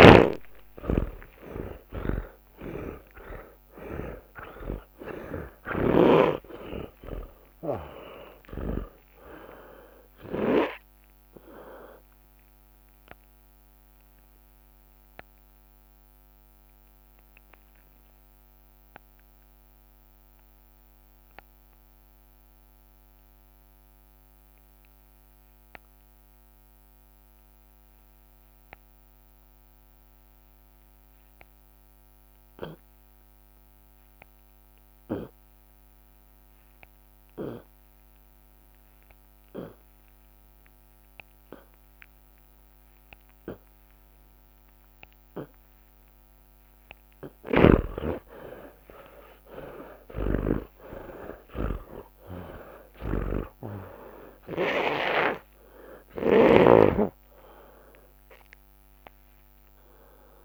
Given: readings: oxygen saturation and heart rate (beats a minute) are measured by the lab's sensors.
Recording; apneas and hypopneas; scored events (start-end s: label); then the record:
breathing in sleep by a microphone on the trachea; 1
0.00-4.00 s: snoring (device-marked)
0.00-6.00 s: arousal
0.00-10.00 s: drop in pulse transit time (device-marked, heart rate 89 extreme)
0.00-18.00 s: tachycardia (device-marked, heart rate 170 extreme)
1.50-3.50 s: long interval between heartbeats (device-marked, heart rate 64 before, 127 extreme)
4.50-6.50 s: long interval between heartbeats (device-marked, heart rate 76 before, 166 extreme)
8.50-10.50 s: long interval between heartbeats (device-marked, heart rate 96 before, 156 extreme)
16.00-46.00 s: obstructive apnea (oxygen 95% before, 64% lowest)
26.00-28.00 s: long interval between heartbeats (device-marked)
28.00-45.00 s: oxygen desaturation (device-marked, oxygen 96% before, 78% lowest, heart rate 108 before, 39 extreme)
31.00-36.00 s: drop in pulse transit time (device-marked, heart rate 90 before, 33 extreme)
42.50-44.50 s: long interval between heartbeats (device-marked, heart rate 36 before, 57 extreme)
45.00-53.00 s: tachycardia (device-marked, heart rate 57 before, 137 extreme)
45.50-47.50 s: long interval between heartbeats (device-marked, heart rate 44 before, 75 extreme)
47.00-56.50 s: snoring (device-marked)
48.50-53.50 s: arousal
49.00-51.00 s: long interval between heartbeats (device-marked, heart rate 57 before, 128 extreme)
52.00-60.45 s: drop in pulse transit time (device-marked, heart rate 71 before, 58 extreme)
53.00-55.00 s: long interval between heartbeats (device-marked, heart rate 76 before, 130 extreme)
From the record:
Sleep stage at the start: N2 (light sleep); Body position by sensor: on the back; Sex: male